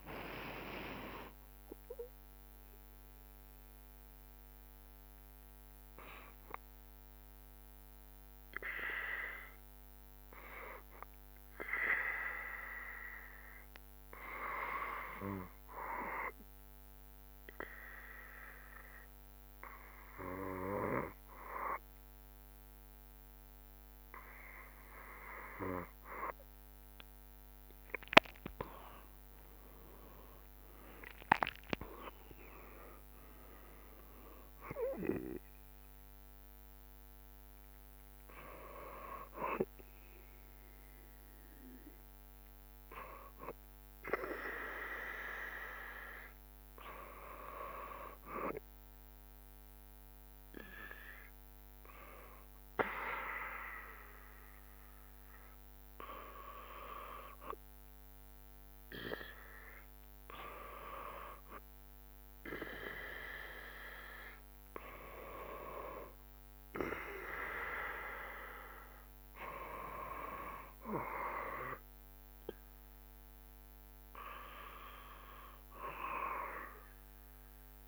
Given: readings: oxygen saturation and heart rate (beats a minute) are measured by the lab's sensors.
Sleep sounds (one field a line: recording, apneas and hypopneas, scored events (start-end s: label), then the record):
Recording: breathing in sleep by a microphone on the trachea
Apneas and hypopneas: 1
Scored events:
0.00-5.50 s: drop in pulse transit time (device-marked, heart rate 71 extreme)
16.00-28.00 s: obstructive apnea (oxygen 94% before, 94% lowest, heart rate 73 before, 67 extreme, up 18 after)
27.50-40.50 s: drop in pulse transit time (device-marked, heart rate 69 before, 71 extreme)
29.50-33.00 s: arousal
From the record:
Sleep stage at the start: N2 (light sleep)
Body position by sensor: on the back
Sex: male